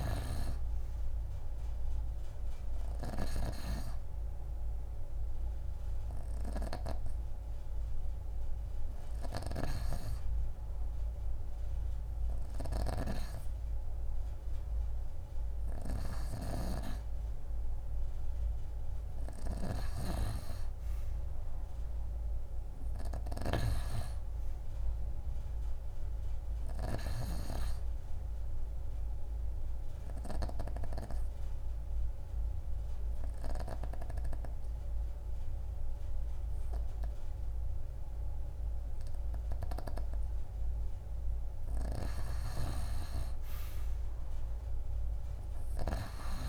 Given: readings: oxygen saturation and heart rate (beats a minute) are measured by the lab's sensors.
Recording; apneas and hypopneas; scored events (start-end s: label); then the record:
breathing in sleep by a room microphone; 1
12.50-16.50 s: snoring (device-marked)
23.00-26.50 s: arousal
29.50-41.00 s: obstructive apnea (oxygen 94% before, 85% lowest)
44.50-46.48 s: arousal
From the record:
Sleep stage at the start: N2 (light sleep); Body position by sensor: on the right side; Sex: female